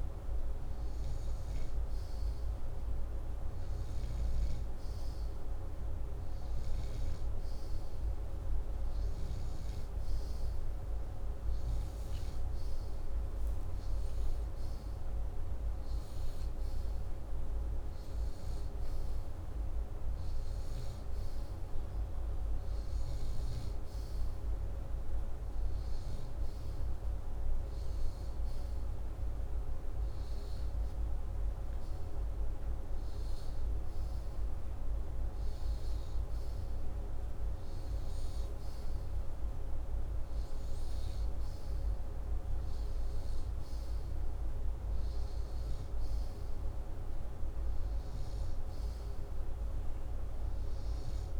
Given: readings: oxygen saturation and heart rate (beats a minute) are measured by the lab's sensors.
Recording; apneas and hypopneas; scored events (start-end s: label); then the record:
breathing in sleep, hard to hear, by a room microphone; none
0.00-5.00 s: snoring (device-marked)
9.50-13.00 s: snoring (device-marked)
From the record:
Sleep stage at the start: N2 (light sleep); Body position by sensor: upright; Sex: male